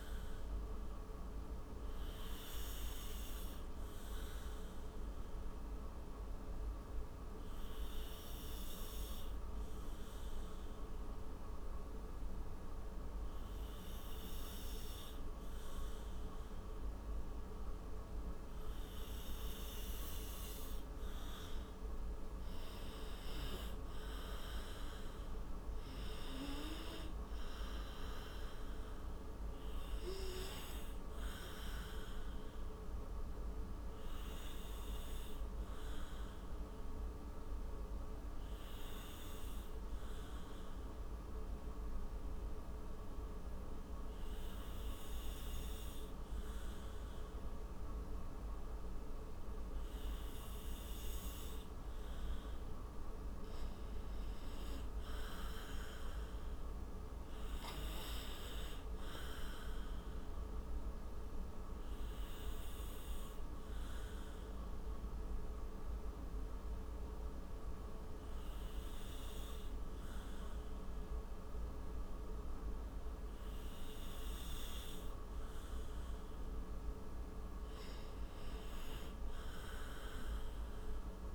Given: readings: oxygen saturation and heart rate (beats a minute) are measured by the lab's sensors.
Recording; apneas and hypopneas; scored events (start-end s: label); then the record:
breathing in sleep, hard to hear, by a room microphone; 3
1.50-20.00 s: obstructive apnea (oxygen 97% before, 93% lowest, heart rate 62 before, 54 extreme, up 19 after)
23.50-26.50 s: arousal
23.50-45.50 s: oxygen desaturation (device-marked, oxygen 96% before, 93% lowest, heart rate 60 before, 54 extreme)
31.50-52.00 s: obstructive apnea (oxygen 96% before, 93% lowest, heart rate 64 before, 54 extreme, up 18 after)
53.00-56.00 s: arousal
60.50-76.50 s: obstructive apnea (oxygen 98% before, 93% lowest, heart rate 62 before, 56 extreme, up 15 after)
79.50-81.35 s: arousal
From the record:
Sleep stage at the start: N2 (light sleep); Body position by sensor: on the right side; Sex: male